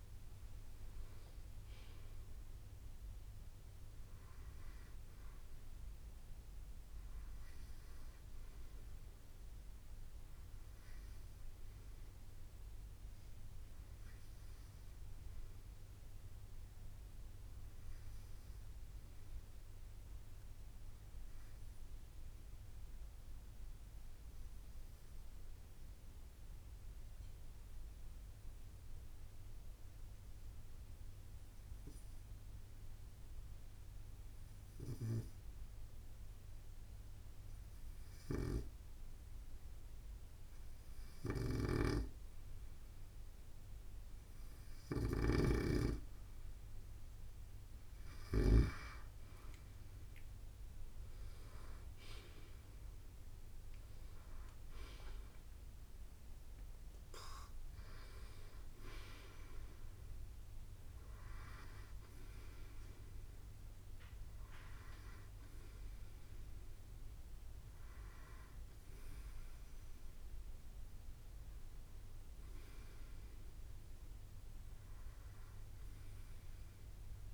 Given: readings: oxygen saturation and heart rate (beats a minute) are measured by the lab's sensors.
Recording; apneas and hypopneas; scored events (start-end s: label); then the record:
breathing in sleep by a room microphone; 1
0.00-1.50 s: drop in pulse transit time (device-marked, heart rate 62 extreme)
20.50-39.00 s: obstructive apnea (oxygen 98% before, 94% lowest, heart rate 64 before, 63 extreme, up 1 after)
37.50-48.00 s: snoring (device-marked)
46.50-62.50 s: drop in pulse transit time (device-marked, heart rate 64 before, 63 extreme)
55.00-58.50 s: arousal
From the record:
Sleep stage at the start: N2 (light sleep); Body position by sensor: on the right side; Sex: male